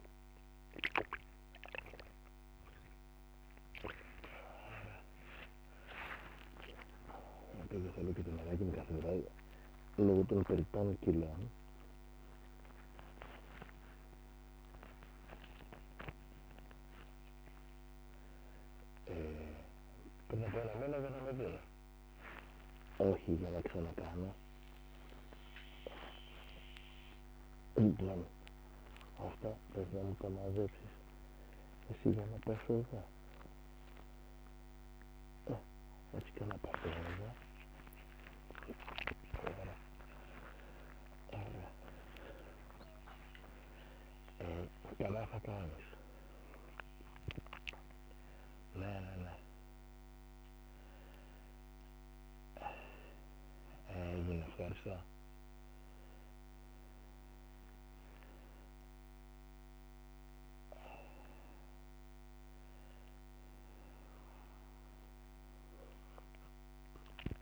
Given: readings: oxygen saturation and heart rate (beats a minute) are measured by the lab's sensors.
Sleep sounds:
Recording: a person awake in a sleep study, by a microphone on the trachea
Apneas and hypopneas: none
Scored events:
0.00-6.50 s: oxygen desaturation (device-marked, oxygen 93% lowest, heart rate 90 extreme)
52.50-59.50 s: oxygen desaturation (device-marked, oxygen 95% before, 91% lowest, heart rate 107 before, 61 extreme)
From the record:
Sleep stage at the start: awake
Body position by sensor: on the back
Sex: male

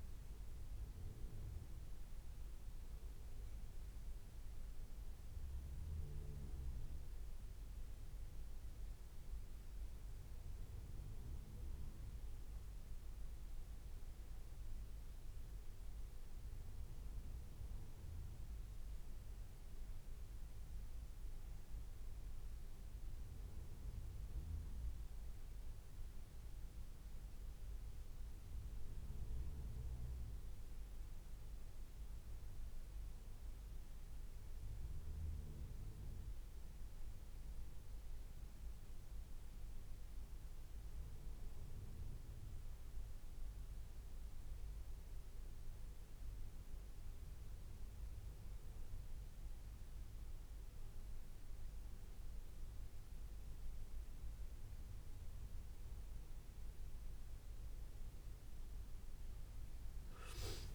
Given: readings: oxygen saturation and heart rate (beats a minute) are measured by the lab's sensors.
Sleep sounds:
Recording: breathing in sleep, hard to hear, by a room microphone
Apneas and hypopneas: none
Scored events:
5.00-7.00 s: long interval between heartbeats (device-marked, heart rate 86 before, 86 extreme)
From the record:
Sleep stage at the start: N2 (light sleep)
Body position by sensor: on the back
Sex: male

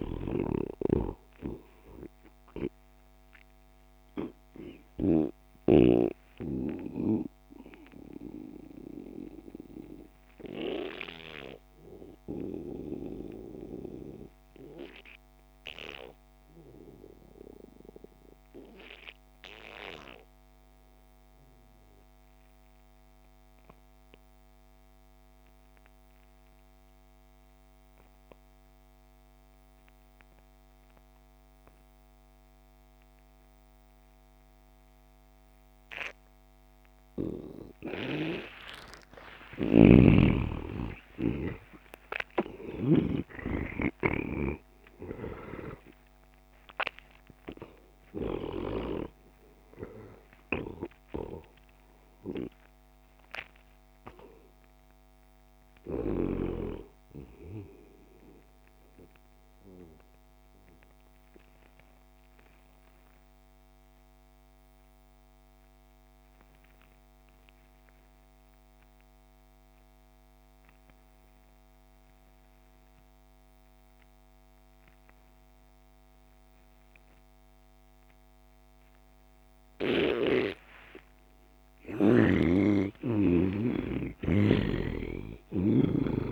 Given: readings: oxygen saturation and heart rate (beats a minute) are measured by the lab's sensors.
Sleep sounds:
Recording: breathing in sleep by a microphone on the trachea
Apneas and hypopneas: 2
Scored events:
0.00-5.50 s: snoring (device-marked)
0.00-14.00 s: oxygen desaturation (device-marked, oxygen 84% lowest)
7.50-39.50 s: obstructive apnea (oxygen 98% before, 76% lowest)
28.00-61.00 s: oxygen desaturation (device-marked, oxygen 99% before, 76% lowest)
40.00-43.50 s: snoring (device-marked)
40.00-44.50 s: arousal
59.50-81.50 s: obstructive apnea (oxygen 96% before, 81% lowest)
82.50-86.32 s: arousal
85.00-86.32 s: oxygen desaturation (device-marked, oxygen 98% before, 87% lowest)
From the record:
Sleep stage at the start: N2 (light sleep)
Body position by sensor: on the back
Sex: male

